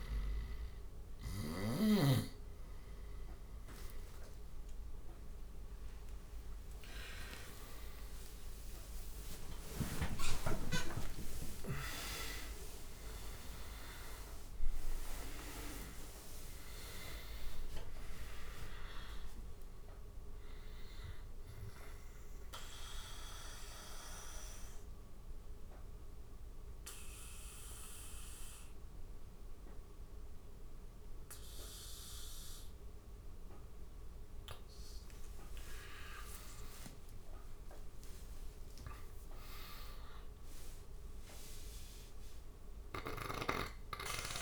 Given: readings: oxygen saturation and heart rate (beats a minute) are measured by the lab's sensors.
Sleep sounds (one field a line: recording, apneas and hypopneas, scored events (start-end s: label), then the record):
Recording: breathing in sleep by a room microphone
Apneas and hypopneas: 1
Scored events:
0.00-7.00 s: snoring (device-marked)
5.00-10.50 s: arousal
10.50-12.50 s: long interval between heartbeats (device-marked, heart rate 84 before, 100 extreme)
14.00-22.00 s: oxygen desaturation (device-marked, oxygen 96% before, 92% lowest, heart rate 88 before, 72 extreme)
22.50-34.00 s: obstructive apnea (oxygen 97% before, 89% lowest, heart rate 95 before, 72 extreme, up 18 after)
36.00-39.50 s: arousal
From the record:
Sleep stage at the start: N2 (light sleep)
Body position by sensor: on the back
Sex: male